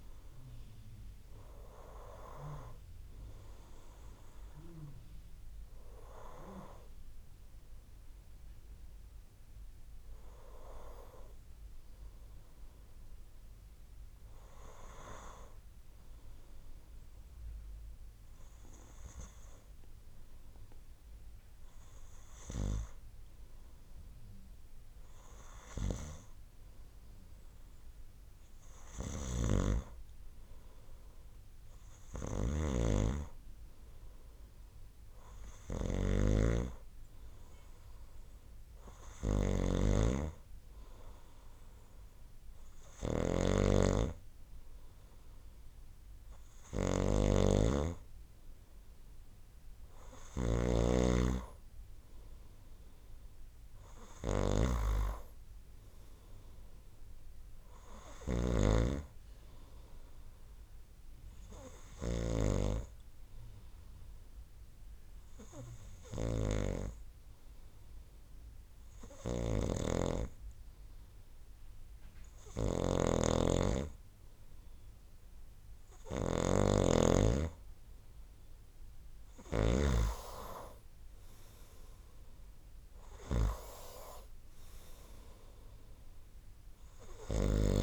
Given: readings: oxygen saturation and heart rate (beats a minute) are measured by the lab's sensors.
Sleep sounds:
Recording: breathing in sleep by a room microphone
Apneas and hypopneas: 1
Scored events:
0.00-3.50 s: arousal
29.00-58.50 s: snoring (device-marked)
50.50-55.00 s: arousal
60.50-73.00 s: hypopnea (oxygen 95% before, 92% lowest, heart rate 69 before, 63 extreme, up 7 after)
69.00-77.00 s: snoring (device-marked)
76.50-80.00 s: arousal
From the record:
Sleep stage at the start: N2 (light sleep)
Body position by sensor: on the right side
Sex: male

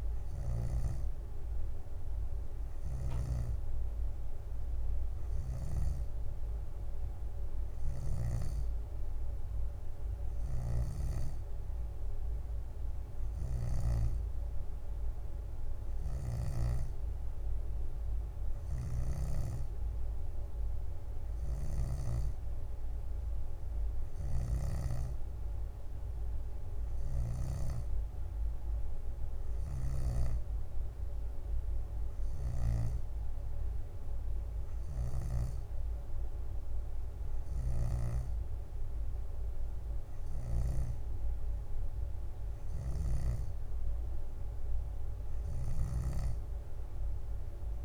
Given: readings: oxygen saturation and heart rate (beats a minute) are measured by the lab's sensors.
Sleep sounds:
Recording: breathing in sleep by a room microphone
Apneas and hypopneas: none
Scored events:
0.00-1.00 s: snoring (device-marked)
3.00-8.50 s: snoring (device-marked)
10.50-14.00 s: snoring (device-marked)
16.00-22.50 s: snoring (device-marked)
18.50-22.50 s: leg movement (device-marked)
24.00-25.50 s: leg movement (device-marked)
26.50-30.50 s: leg movement (device-marked)
29.50-33.00 s: snoring (device-marked)
37.50-41.00 s: snoring (device-marked)
45.50-47.85 s: leg movement (device-marked)
45.50-47.85 s: snoring (device-marked)
From the record:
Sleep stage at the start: N2 (light sleep)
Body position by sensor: on the back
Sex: female

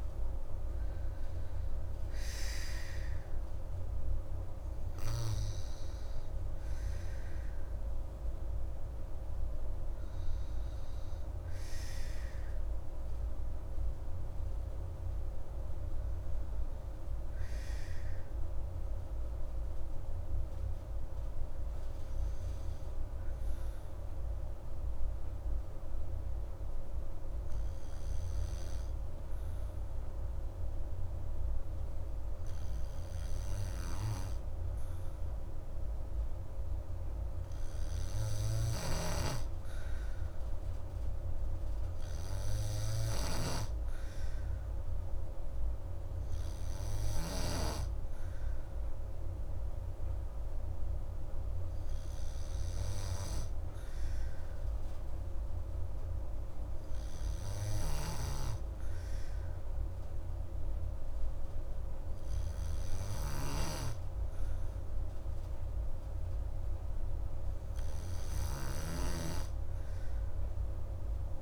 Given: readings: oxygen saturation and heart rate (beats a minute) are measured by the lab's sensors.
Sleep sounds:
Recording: breathing in sleep by a room microphone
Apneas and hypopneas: none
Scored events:
11.50-23.50 s: oxygen desaturation (device-marked, oxygen 97% before, 94% lowest, heart rate 127 before, 100 extreme)
39.00-47.50 s: snoring (device-marked)
58.00-69.00 s: snoring (device-marked)
From the record:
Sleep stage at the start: N2 (light sleep)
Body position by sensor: on the back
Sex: female

